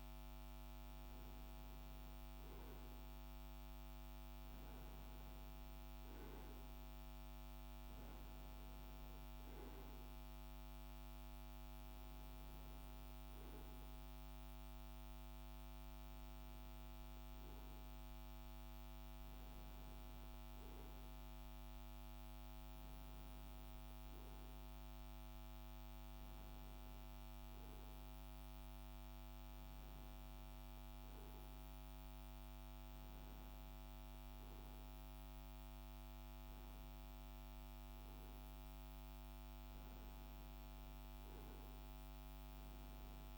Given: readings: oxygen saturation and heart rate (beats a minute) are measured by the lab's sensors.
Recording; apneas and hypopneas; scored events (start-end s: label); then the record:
breathing in sleep, hard to hear, by a microphone on the trachea; none
none scored
From the record:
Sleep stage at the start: N2 (light sleep); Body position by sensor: on the right side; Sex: male